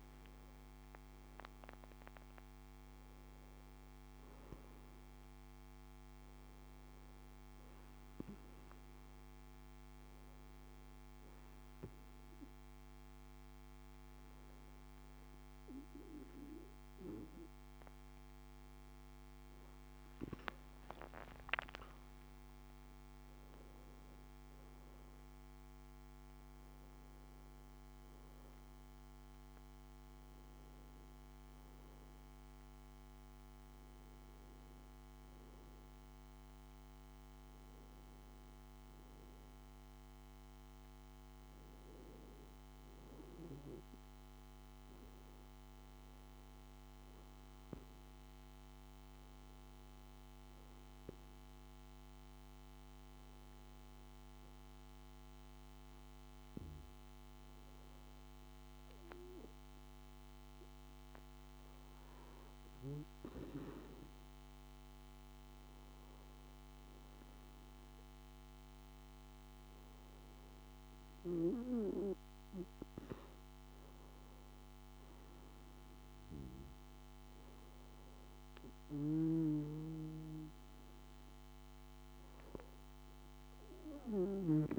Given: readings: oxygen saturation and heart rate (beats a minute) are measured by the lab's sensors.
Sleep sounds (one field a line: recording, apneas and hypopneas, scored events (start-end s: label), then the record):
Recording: breathing in sleep by a microphone on the trachea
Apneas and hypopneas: 1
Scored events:
53.00-67.00 s: hypopnea (oxygen 95% before, 93% lowest, heart rate 59 before, 57 extreme, up 3 after)
68.50-73.50 s: arousal
From the record:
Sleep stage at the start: N2 (light sleep)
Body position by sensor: on the back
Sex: male